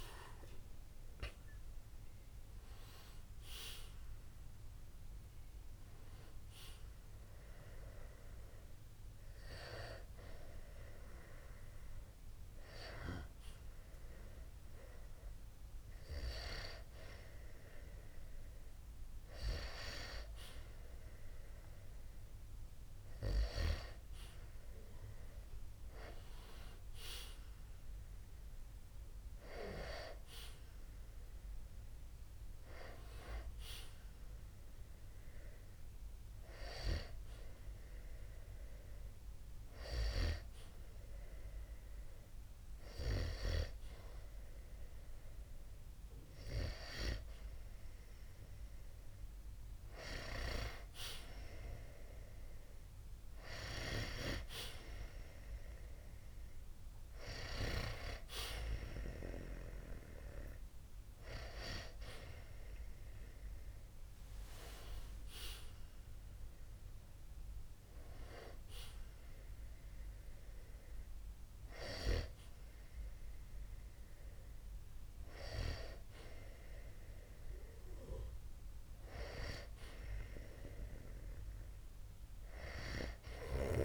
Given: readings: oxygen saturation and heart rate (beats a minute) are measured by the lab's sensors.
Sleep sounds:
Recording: breathing in sleep by a room microphone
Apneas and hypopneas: 1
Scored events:
0.00-15.00 s: oxygen desaturation (device-marked, oxygen 93% before, 90% lowest, heart rate 62 before, 44 extreme)
26.00-34.00 s: oxygen desaturation (device-marked, oxygen 93% before, 90% lowest, heart rate 63 before, 53 extreme)
36.00-47.00 s: hypopnea (oxygen 93% before, 90% lowest, heart rate 60 before, 53 extreme, up 17 after)
49.00-53.50 s: arousal
From the record:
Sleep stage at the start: N2 (light sleep)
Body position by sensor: on the back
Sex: male

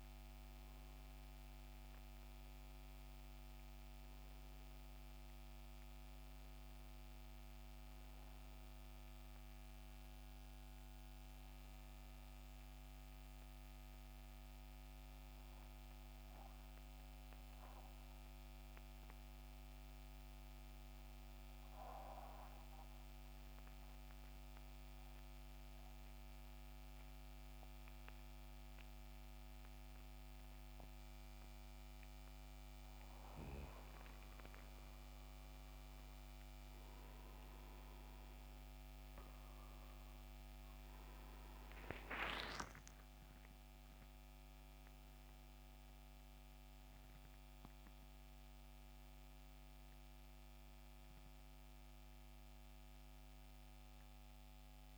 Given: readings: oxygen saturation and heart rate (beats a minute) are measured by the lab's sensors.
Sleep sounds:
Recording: breathing in sleep, hard to hear, by a microphone on the trachea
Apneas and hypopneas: 1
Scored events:
0.00-11.50 s: oxygen desaturation (device-marked, oxygen 84% lowest, heart rate 67 extreme)
21.00-34.00 s: central apnea (oxygen 95% before, 84% lowest, heart rate 73 before, 67 extreme, up 15 after)
30.50-54.98 s: oxygen desaturation (device-marked, oxygen 94% before, 84% lowest, heart rate 70 before, 66 extreme)
36.00-41.00 s: arousal
From the record:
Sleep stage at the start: N2 (light sleep)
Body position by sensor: on the back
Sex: male

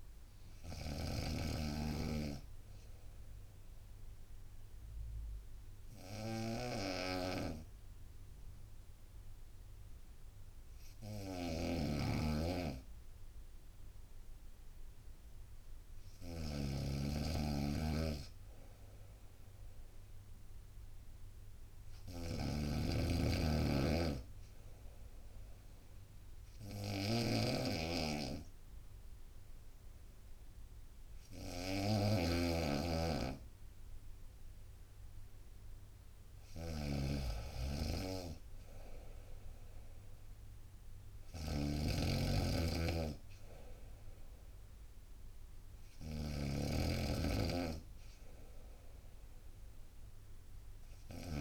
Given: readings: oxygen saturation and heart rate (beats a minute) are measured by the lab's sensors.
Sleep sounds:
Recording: breathing in sleep by a room microphone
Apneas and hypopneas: 2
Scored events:
0.50-8.50 s: bradycardia (device-marked, heart rate 61 before, 57 extreme)
0.50-51.41 s: snoring (device-marked)
2.00-13.00 s: obstructive apnea (oxygen 96% before, 94% lowest, heart rate 63 before, 58 extreme, up 6 after)
16.50-19.50 s: arousal
22.50-34.50 s: obstructive apnea (oxygen 96% before, 94% lowest, heart rate 60 before, 60 extreme, up 2 after)
29.50-41.50 s: drop in pulse transit time (device-marked, heart rate 61 before, 60 extreme)
38.50-42.50 s: arousal
From the record:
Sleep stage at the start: N2 (light sleep)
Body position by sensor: on the right side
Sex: female

